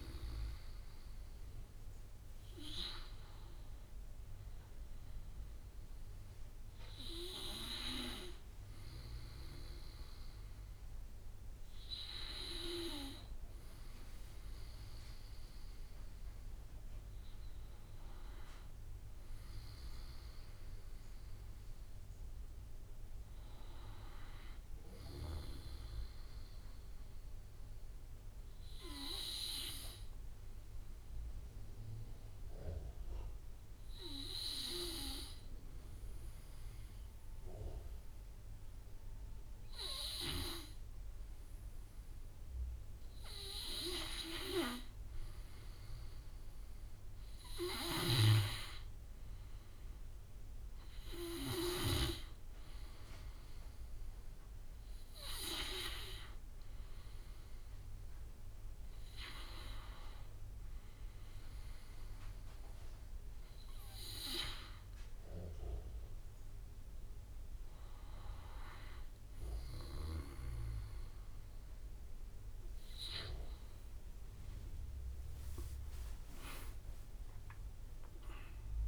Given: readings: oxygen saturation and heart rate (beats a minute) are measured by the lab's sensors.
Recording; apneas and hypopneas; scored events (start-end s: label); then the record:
breathing in sleep by a room microphone; 1
22.00-25.00 s: arousal
27.50-41.00 s: hypopnea (oxygen 96% before, 91% lowest, heart rate 56 before, 54 extreme, up 9 after)
42.00-60.00 s: oxygen desaturation (device-marked, oxygen 95% before, 91% lowest, heart rate 55 before, 55 extreme)
45.00-48.00 s: arousal
75.00-78.88 s: drop in pulse transit time (device-marked, heart rate 60 before, 47 extreme)
76.00-78.88 s: arousal
From the record:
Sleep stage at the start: N2 (light sleep); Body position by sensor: on the back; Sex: male